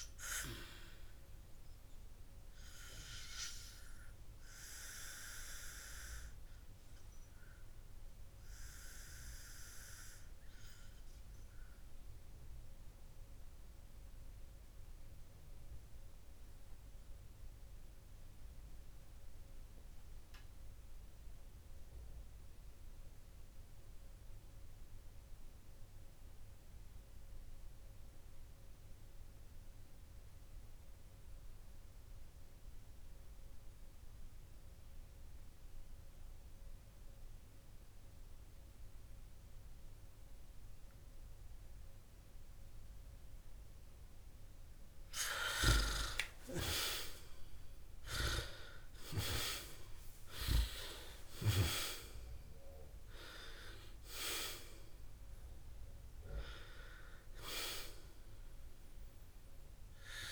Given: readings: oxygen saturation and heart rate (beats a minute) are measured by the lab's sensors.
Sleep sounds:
breathing in sleep by a room microphone; 1
12.00-45.50 s: obstructive apnea (oxygen 97% before, 84% lowest, heart rate 57 before, 52 extreme, up 11 after)
42.00-60.31 s: oxygen desaturation (device-marked, oxygen 97% before, 84% lowest, heart rate 63 before, 53 extreme)
47.50-52.00 s: arousal
From the record:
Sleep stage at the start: N2 (light sleep); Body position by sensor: on the back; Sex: male

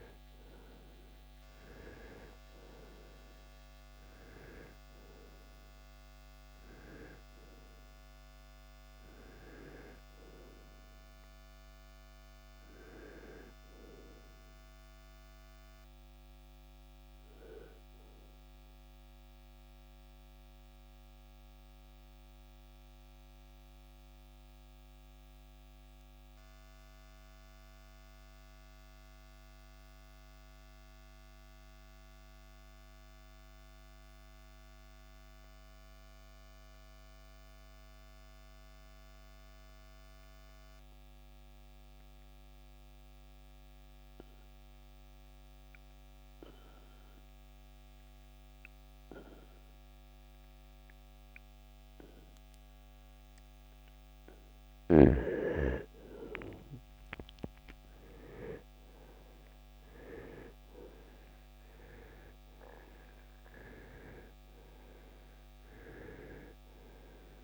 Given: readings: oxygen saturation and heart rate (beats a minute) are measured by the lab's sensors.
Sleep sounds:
breathing in sleep by a microphone on the trachea; 1
0.00-38.00 s: oxygen desaturation (device-marked, oxygen 82% lowest, heart rate 49 extreme)
18.50-54.00 s: mixed apnea (oxygen 95% before, 82% lowest, heart rate 81 before, 49 extreme, up 20 after)
56.00-60.50 s: arousal
60.00-67.44 s: oxygen desaturation (device-marked, oxygen 97% before, 82% lowest, heart rate 59 before, 59 extreme)
From the record:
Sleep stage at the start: REM sleep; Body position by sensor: on the right side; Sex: male

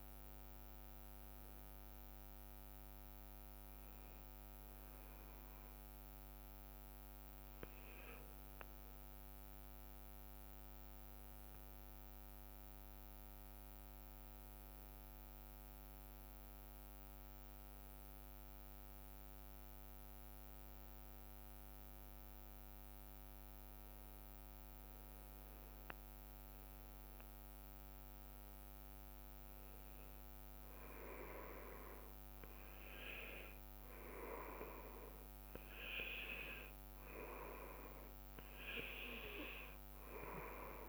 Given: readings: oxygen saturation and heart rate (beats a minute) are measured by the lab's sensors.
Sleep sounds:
breathing in sleep by a microphone on the trachea; none
15.00-19.00 s: arousal
From the record:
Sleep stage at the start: N2 (light sleep); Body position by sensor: on the back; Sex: male

